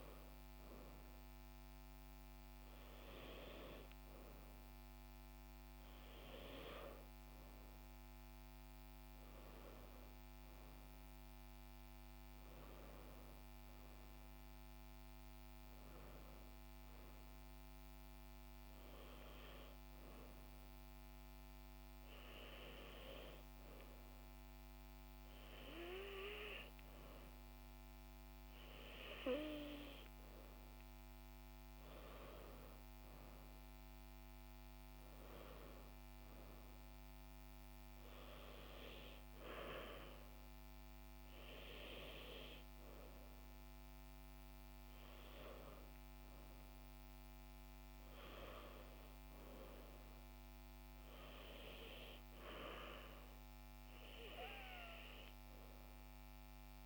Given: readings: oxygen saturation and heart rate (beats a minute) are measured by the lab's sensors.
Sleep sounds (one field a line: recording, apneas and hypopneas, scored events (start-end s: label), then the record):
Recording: breathing in sleep by a microphone on the trachea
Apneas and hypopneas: 1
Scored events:
12.00-15.50 s: arousal
21.00-32.00 s: obstructive apnea (oxygen 95% before, 94% lowest, heart rate 70 before, 67 extreme, up 2 after)
34.00-37.50 s: arousal
From the record:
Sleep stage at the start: N2 (light sleep)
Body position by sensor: on the back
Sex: female